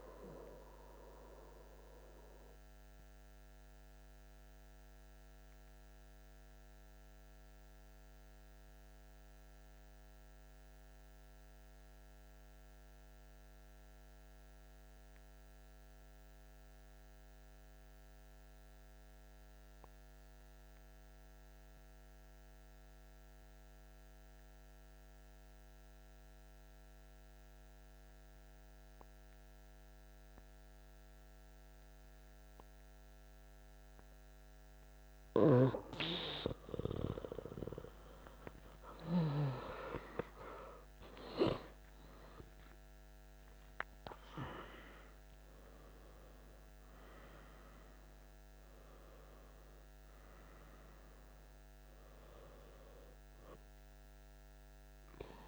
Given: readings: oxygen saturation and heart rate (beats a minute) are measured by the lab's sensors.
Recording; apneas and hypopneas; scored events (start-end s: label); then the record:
breathing in sleep by a microphone on the trachea; 1
0.00-2.00 s: oxygen desaturation (device-marked, oxygen 92% lowest, heart rate 57 extreme)
1.00-35.00 s: obstructive apnea (oxygen 96% before, 92% lowest, heart rate 138 before, 57 extreme, up 26 after)
29.00-55.48 s: oxygen desaturation (device-marked, oxygen 97% before, 92% lowest, heart rate 118 before, 38 extreme)
37.50-42.00 s: arousal
From the record:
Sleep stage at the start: N2 (light sleep); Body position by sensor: on the back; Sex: male